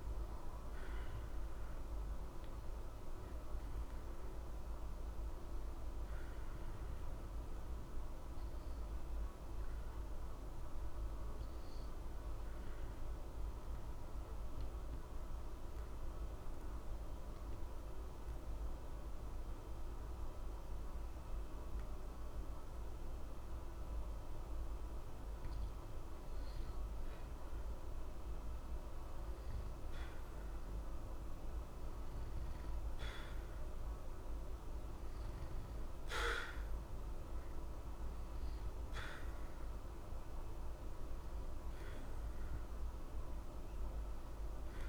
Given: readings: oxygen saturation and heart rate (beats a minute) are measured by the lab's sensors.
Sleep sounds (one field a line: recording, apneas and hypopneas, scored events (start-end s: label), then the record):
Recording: breathing in sleep, hard to hear, by a room microphone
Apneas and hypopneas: 1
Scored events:
0.00-13.50 s: oxygen desaturation (device-marked, oxygen 89% lowest, heart rate 60 extreme)
8.00-23.50 s: obstructive apnea (oxygen 93% before, 89% lowest, heart rate 60 before, 60 extreme, up 2 after)
26.50-30.00 s: arousal
36.50-44.89 s: oxygen desaturation (device-marked, oxygen 93% before, 89% lowest, heart rate 61 before, 60 extreme)
From the record:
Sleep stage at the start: N2 (light sleep)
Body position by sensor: on the back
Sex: male